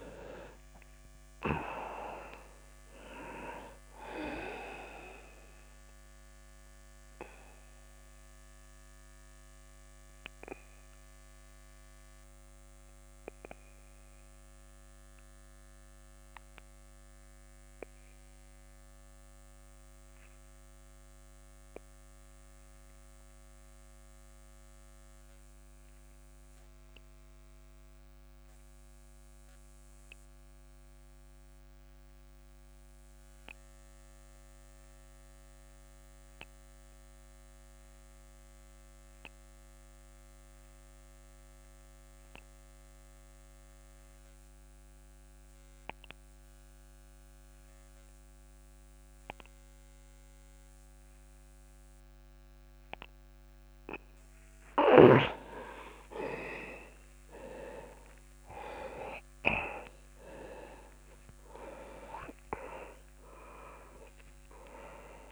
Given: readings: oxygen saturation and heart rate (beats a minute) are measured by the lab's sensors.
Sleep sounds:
breathing in sleep by a microphone on the trachea; 1
5.50-53.00 s: obstructive apnea (oxygen 100% before, 85% lowest)
6.50-27.50 s: oxygen desaturation (device-marked, oxygen 99% before, 91% lowest)
44.50-65.32 s: oxygen desaturation (device-marked, oxygen 99% before, 85% lowest)
56.50-62.50 s: arousal
From the record:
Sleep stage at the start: REM sleep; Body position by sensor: on the back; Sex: male

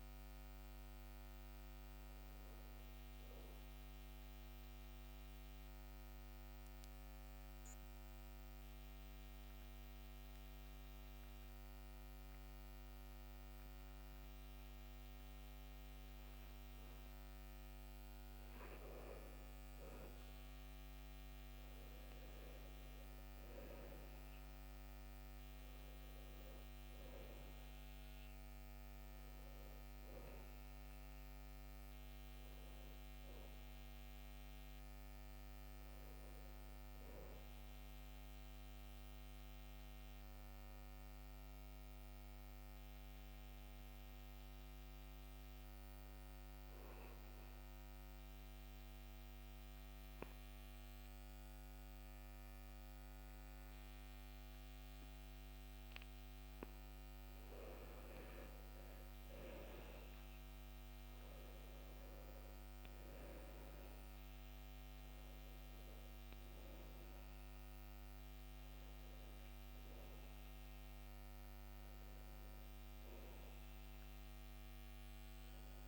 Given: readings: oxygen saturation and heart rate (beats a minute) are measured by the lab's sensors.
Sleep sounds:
breathing in sleep, hard to hear, by a microphone on the trachea; 2
4.00-18.00 s: obstructive apnea (oxygen 98% before, 92% lowest, heart rate 67 before, 66 extreme, up 6 after)
19.50-24.50 s: arousal
27.00-56.00 s: oxygen desaturation (device-marked, oxygen 97% before, 92% lowest, heart rate 68 before, 67 extreme)
39.50-57.50 s: obstructive apnea (oxygen 97% before, 90% lowest, heart rate 71 before, 67 extreme, up 7 after)
59.50-65.00 s: arousal
From the record:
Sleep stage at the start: REM sleep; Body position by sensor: on the back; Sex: male

